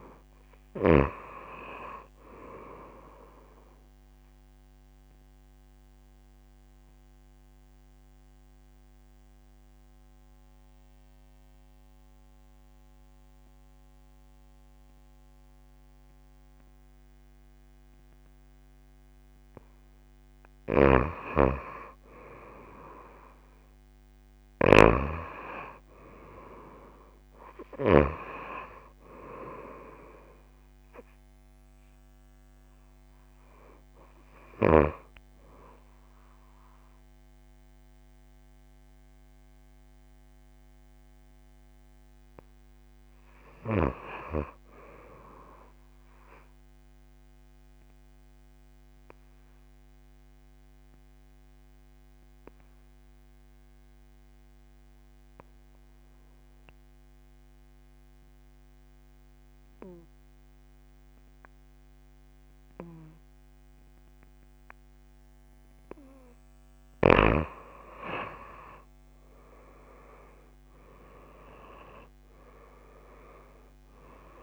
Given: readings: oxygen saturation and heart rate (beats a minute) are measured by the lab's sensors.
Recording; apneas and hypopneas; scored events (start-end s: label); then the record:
breathing in sleep by a microphone on the trachea; 2
0.00-1.50 s: arousal
4.50-19.50 s: obstructive apnea (oxygen 94% before, 89% lowest)
20.50-25.00 s: snoring (device-marked)
23.00-27.50 s: arousal
28.00-49.00 s: oxygen desaturation (device-marked, oxygen 96% before, 90% lowest)
47.50-66.00 s: obstructive apnea (oxygen 96% before, 86% lowest)
68.00-74.43 s: oxygen desaturation (device-marked, oxygen 95% before, 86% lowest)
68.50-73.00 s: arousal
From the record:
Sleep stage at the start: N2 (light sleep); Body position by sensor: on the back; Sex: female